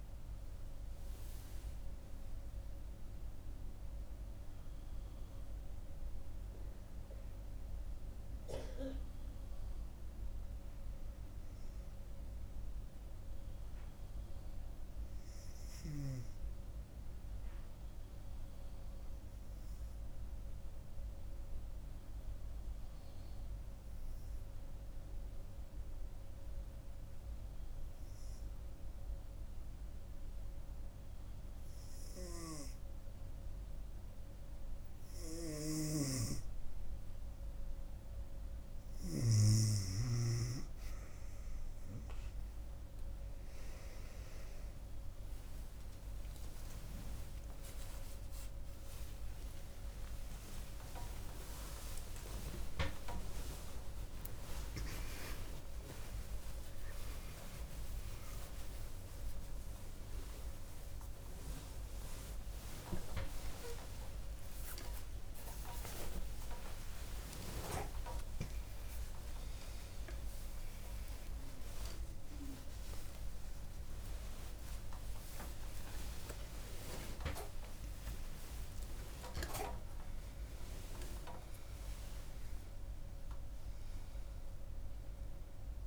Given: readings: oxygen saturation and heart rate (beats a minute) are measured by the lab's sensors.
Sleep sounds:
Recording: a person awake in a sleep study, by a room microphone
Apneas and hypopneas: 1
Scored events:
0.00-2.00 s: oxygen desaturation (device-marked, oxygen 94% lowest, heart rate 66 extreme)
8.50-12.50 s: arousal
15.00-35.00 s: hypopnea (oxygen 98% before, 94% lowest, heart rate 73 before, 66 extreme, up 7 after)
32.00-85.87 s: new sleep stage, awake
37.00-58.00 s: oxygen desaturation (device-marked, oxygen 98% before, 94% lowest, heart rate 68 before, 74 extreme)
From the record:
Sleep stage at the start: N2 (light sleep)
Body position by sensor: on the right side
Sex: female

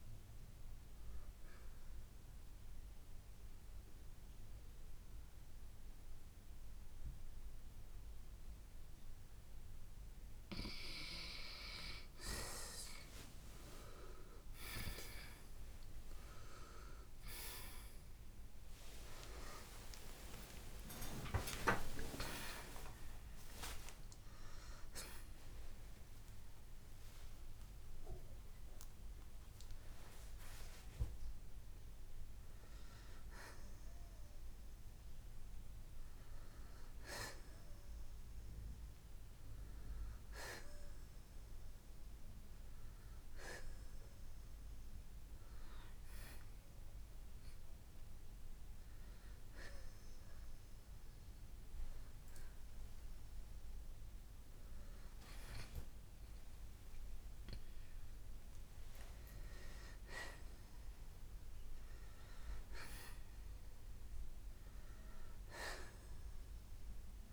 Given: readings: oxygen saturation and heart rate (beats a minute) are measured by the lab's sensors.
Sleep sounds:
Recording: breathing in sleep by a room microphone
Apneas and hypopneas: 1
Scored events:
2.00-12.00 s: central apnea (oxygen 95% before, 89% lowest, heart rate 62 before, 59 extreme, up 5 after)
9.00-21.00 s: oxygen desaturation (device-marked, oxygen 94% before, 89% lowest, heart rate 65 before, 59 extreme)
19.50-24.50 s: arousal
31.00-67.33 s: new sleep stage, N1 (lightest sleep)
44.00-52.00 s: oxygen desaturation (device-marked, oxygen 94% before, 89% lowest, heart rate 77 before, 70 extreme)
54.00-58.50 s: arousal
60.00-67.33 s: oxygen desaturation (device-marked, oxygen 94% before, 91% lowest, heart rate 75 before, 65 extreme)
From the record:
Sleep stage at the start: N2 (light sleep)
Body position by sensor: on the back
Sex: male

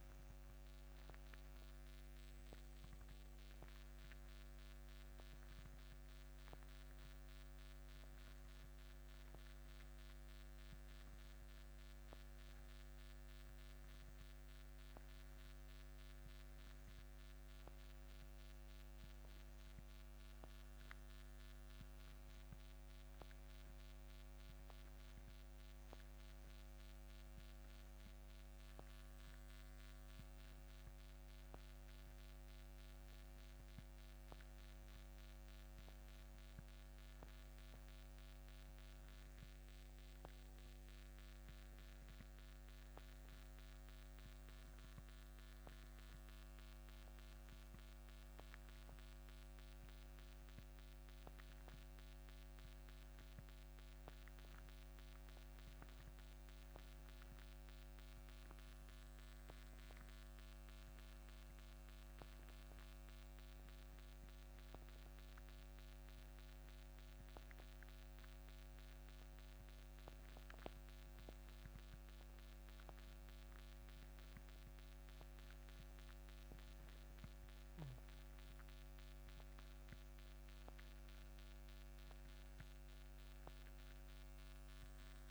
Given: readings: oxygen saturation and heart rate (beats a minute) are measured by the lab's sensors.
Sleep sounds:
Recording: breathing in sleep, hard to hear, by a microphone on the trachea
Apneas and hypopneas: none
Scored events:
none scored
From the record:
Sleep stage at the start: N1 (lightest sleep)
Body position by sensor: on the right side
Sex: male

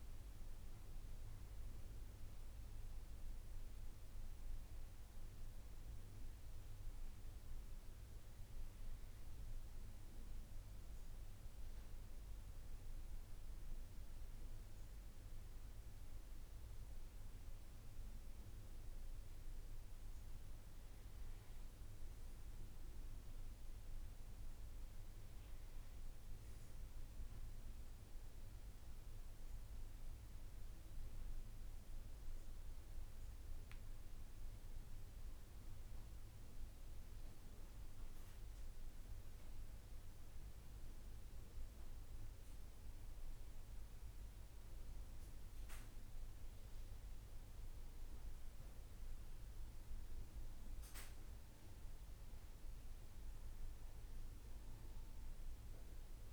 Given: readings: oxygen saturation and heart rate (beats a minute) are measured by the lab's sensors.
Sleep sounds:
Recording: breathing in sleep, hard to hear, by a room microphone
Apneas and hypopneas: 1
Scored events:
10.00-21.50 s: obstructive apnea (oxygen 96% before, 94% lowest, heart rate 64 before, 53 extreme, up 3 after)
31.50-45.50 s: oxygen desaturation (device-marked, oxygen 98% before, 94% lowest, heart rate 58 before, 53 extreme)
From the record:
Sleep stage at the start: N2 (light sleep)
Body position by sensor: on the back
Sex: male

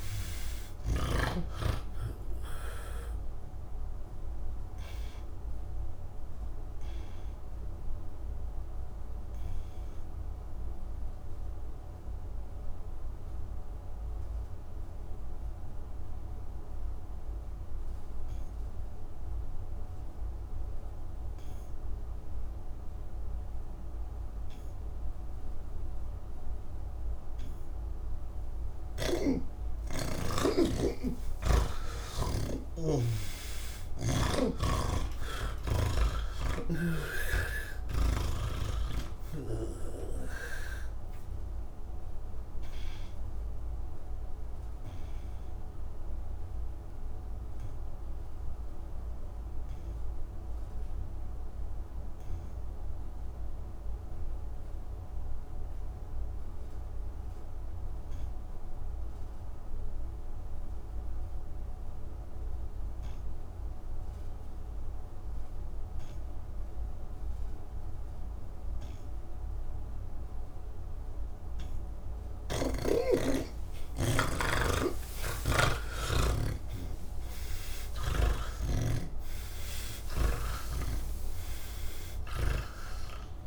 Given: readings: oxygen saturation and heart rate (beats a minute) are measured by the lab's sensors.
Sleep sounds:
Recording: breathing in sleep by a room microphone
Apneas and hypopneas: none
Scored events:
4.50-20.50 s: oxygen desaturation (device-marked, oxygen 96% before, 81% lowest, heart rate 136 before, 67 extreme)
30.50-34.00 s: snoring (device-marked)
36.00-39.50 s: snoring (device-marked)
40.50-58.50 s: oxygen desaturation (device-marked, oxygen 96% before, 84% lowest)
69.50-80.50 s: oxygen desaturation (device-marked, oxygen 99% before, 89% lowest)
74.50-78.00 s: snoring (device-marked)
80.00-83.46 s: snoring (device-marked)
From the record:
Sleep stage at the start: N3 (deep sleep)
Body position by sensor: on the back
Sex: male

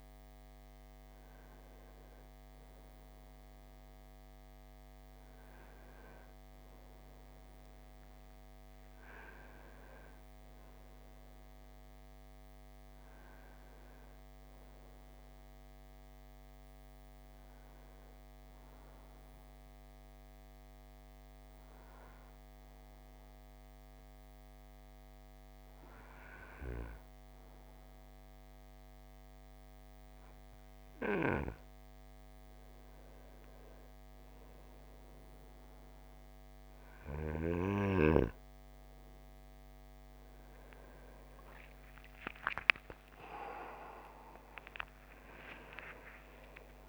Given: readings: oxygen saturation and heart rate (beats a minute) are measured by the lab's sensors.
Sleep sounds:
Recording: breathing in sleep by a microphone on the trachea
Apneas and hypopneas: 1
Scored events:
6.00-10.00 s: arousal
17.00-31.00 s: hypopnea (oxygen 95% before, 92% lowest, heart rate 68 before, 56 extreme, up 4 after)
35.50-46.88 s: oxygen desaturation (device-marked, oxygen 95% before, 92% lowest, heart rate 58 before, 54 extreme)
43.50-46.88 s: arousal
From the record:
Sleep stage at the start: N2 (light sleep)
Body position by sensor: on the right side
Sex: male

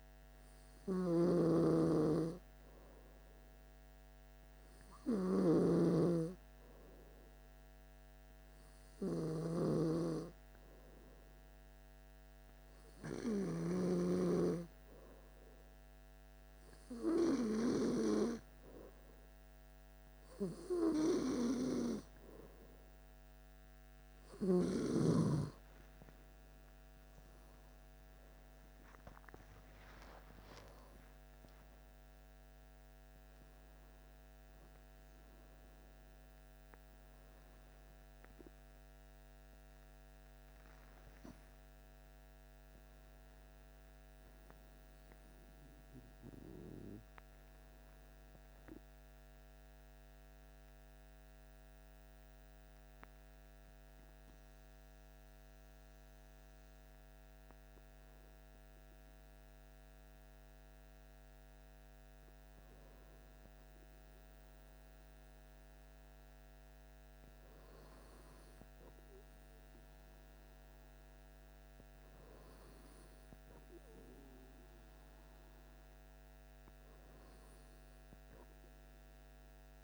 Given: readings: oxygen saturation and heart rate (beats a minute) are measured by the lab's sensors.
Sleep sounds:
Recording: breathing in sleep by a microphone on the trachea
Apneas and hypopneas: 1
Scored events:
28.00-33.00 s: arousal
36.00-43.00 s: oxygen desaturation (device-marked, oxygen 95% before, 92% lowest, heart rate 65 before, 55 extreme)
49.50-64.50 s: hypopnea (oxygen 95% before, 95% lowest, heart rate 63 before, 55 extreme, up 3 after)
66.50-69.50 s: arousal
From the record:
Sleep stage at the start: N2 (light sleep)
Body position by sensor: on the back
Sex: male

